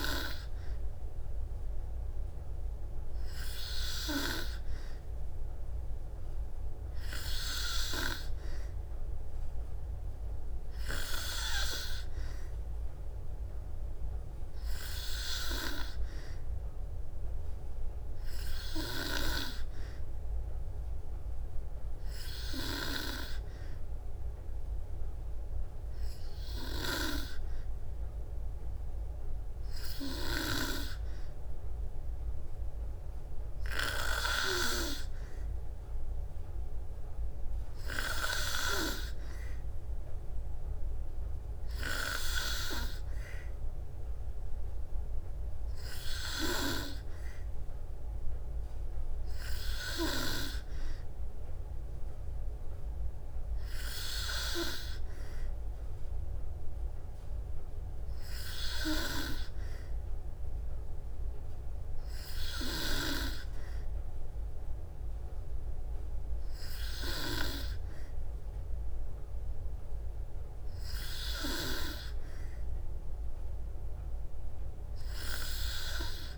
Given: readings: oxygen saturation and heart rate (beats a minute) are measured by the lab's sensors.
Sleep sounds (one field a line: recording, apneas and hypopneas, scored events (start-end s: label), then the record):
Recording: breathing in sleep by a room microphone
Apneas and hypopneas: none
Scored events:
none scored
From the record:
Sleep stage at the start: N2 (light sleep)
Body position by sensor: on the back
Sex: female